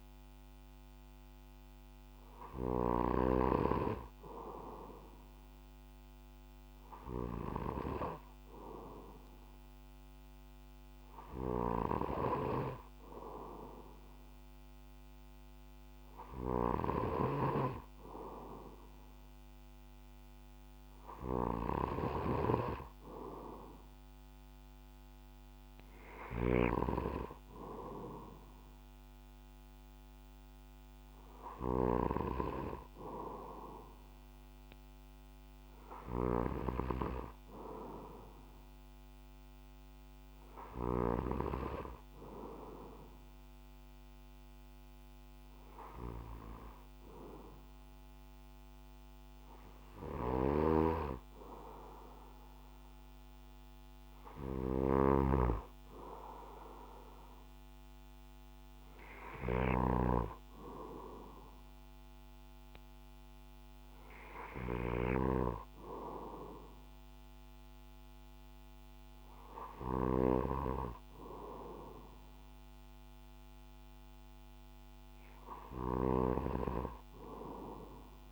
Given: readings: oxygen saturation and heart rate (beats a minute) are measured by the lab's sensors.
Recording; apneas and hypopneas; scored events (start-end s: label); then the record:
breathing in sleep by a microphone on the trachea; none
0.00-2.50 s: snoring (device-marked)
11.00-41.00 s: snoring (device-marked)
50.00-64.50 s: snoring (device-marked)
75.50-78.32 s: snoring (device-marked)
From the record:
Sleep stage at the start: N2 (light sleep); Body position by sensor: on the back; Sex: male